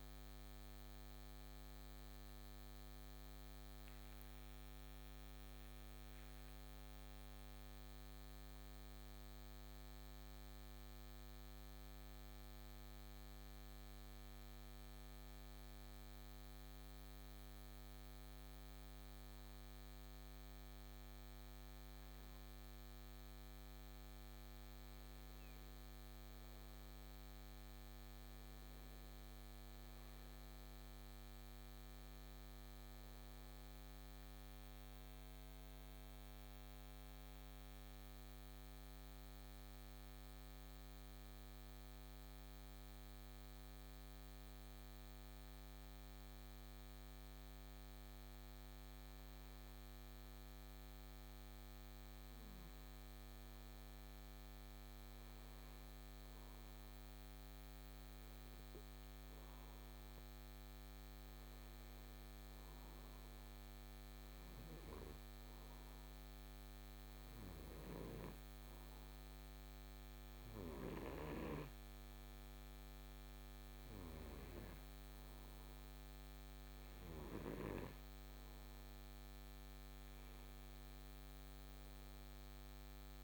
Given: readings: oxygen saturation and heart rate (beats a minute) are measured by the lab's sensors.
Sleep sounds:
breathing in sleep, hard to hear, by a microphone on the trachea; 2
0.00-9.00 s: oxygen desaturation (device-marked, oxygen 89% lowest, heart rate 60 extreme)
11.00-23.50 s: hypopnea (oxygen 95% before, 90% lowest, heart rate 92 before, 61 extreme, up 10 after)
26.50-30.50 s: arousal
31.00-44.00 s: oxygen desaturation (device-marked, oxygen 95% before, 90% lowest, heart rate 63 before, 63 extreme)
39.00-53.50 s: hypopnea (oxygen 95% before, 91% lowest, heart rate 65 before, 65 extreme, up 3 after)
55.50-59.50 s: arousal
From the record:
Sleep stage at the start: N2 (light sleep); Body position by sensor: on the right side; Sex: male

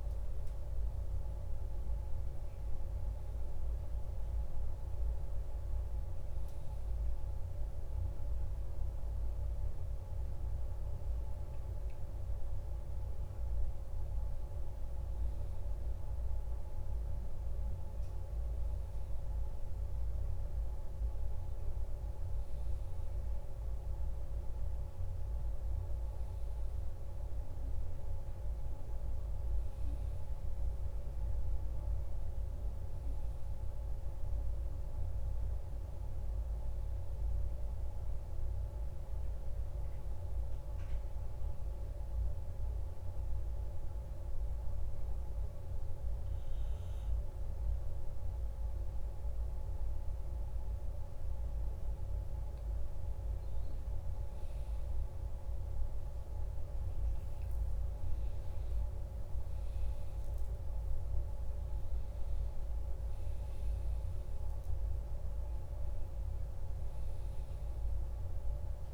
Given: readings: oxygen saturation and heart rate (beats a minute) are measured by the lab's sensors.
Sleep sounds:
breathing in sleep, hard to hear, by a room microphone; 2
4.50-15.50 s: hypopnea (oxygen 99% before, 95% lowest, heart rate 59 before, 53 extreme, up 1 after)
19.00-23.00 s: arousal
40.00-53.00 s: obstructive apnea (oxygen 99% before, 95% lowest, heart rate 54 before, 52 extreme, up 3 after)
44.50-68.94 s: new sleep stage, N2 (light sleep)
56.50-60.50 s: arousal
From the record:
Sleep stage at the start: N1 (lightest sleep); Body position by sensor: on the back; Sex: male

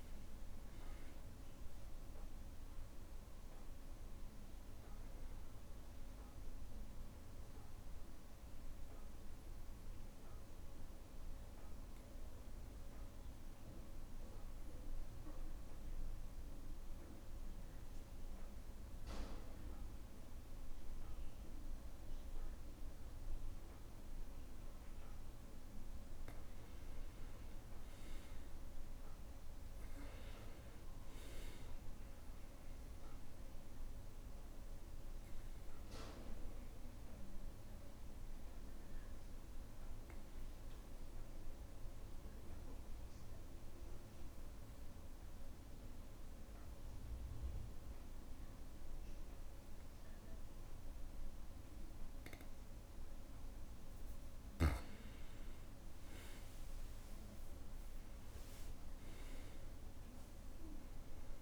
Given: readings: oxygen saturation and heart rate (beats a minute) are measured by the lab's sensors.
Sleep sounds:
breathing in sleep, hard to hear, by a room microphone; 2
0.00-13.50 s: oxygen desaturation (device-marked, oxygen 92% lowest, heart rate 61 extreme)
7.50-24.50 s: obstructive apnea (oxygen 98% before, 92% lowest, heart rate 64 before, 61 extreme, up 3 after)
26.50-30.00 s: arousal
30.50-46.50 s: oxygen desaturation (device-marked, oxygen 98% before, 92% lowest, heart rate 62 before, 61 extreme)
34.00-53.50 s: obstructive apnea (oxygen 98% before, 91% lowest, heart rate 63 before, 60 extreme, up 2 after)
55.50-59.00 s: arousal
From the record:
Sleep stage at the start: N2 (light sleep); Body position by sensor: on the back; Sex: male

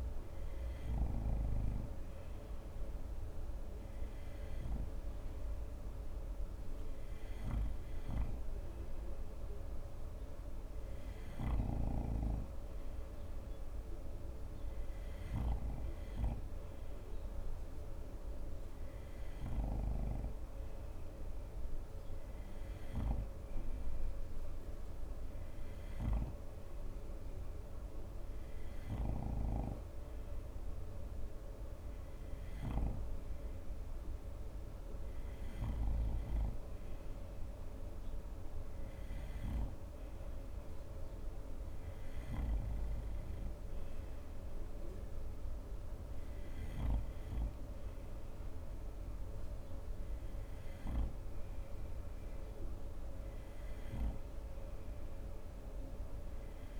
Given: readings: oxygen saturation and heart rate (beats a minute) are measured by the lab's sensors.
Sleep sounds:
breathing in sleep by a room microphone; none
none scored
From the record:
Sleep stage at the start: N2 (light sleep); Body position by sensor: on the front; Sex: male

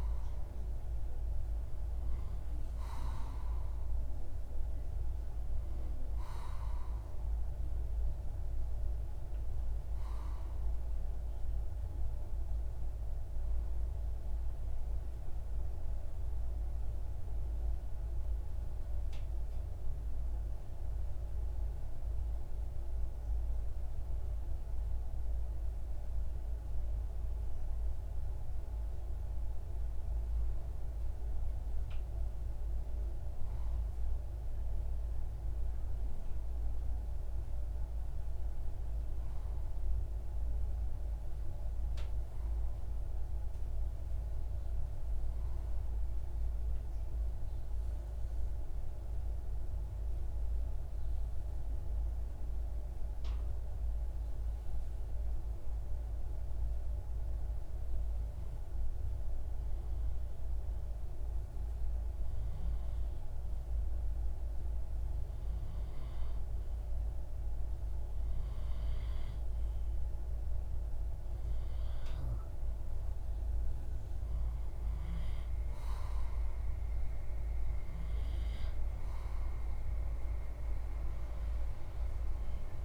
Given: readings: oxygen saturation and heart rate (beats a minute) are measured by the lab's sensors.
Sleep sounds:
breathing in sleep, hard to hear, by a room microphone; 1
11.50-61.00 s: hypopnea (oxygen 93% before, 93% lowest)
63.50-67.00 s: arousal
From the record:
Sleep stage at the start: REM sleep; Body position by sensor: on the left side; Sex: male

